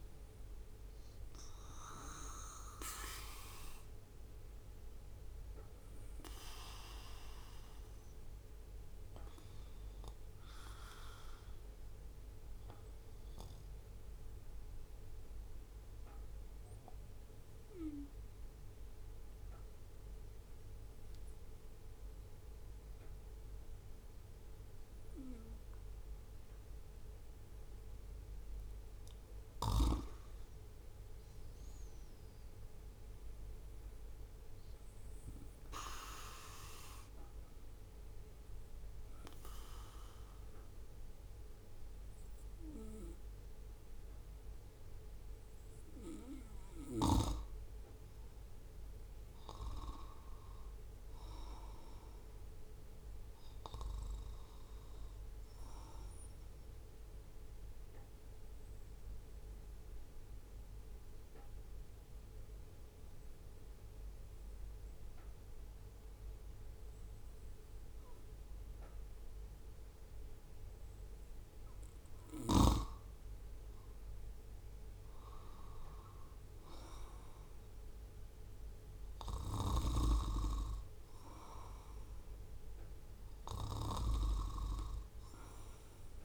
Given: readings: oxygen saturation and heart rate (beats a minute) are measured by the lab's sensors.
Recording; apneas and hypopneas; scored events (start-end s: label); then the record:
breathing in sleep by a room microphone; 3
9.50-27.00 s: obstructive apnea (oxygen 95% before, 93% lowest, heart rate 69 before, 63 extreme, up 5 after)
30.00-33.50 s: arousal
37.50-47.50 s: obstructive apnea (oxygen 97% before, 93% lowest, heart rate 68 before, 64 extreme, up 8 after)
49.00-53.00 s: arousal
56.50-71.00 s: obstructive apnea (oxygen 97% before, 93% lowest, heart rate 67 before, 64 extreme, up 6 after)
73.50-77.50 s: arousal
From the record:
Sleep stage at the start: N2 (light sleep); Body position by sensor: on the right side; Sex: male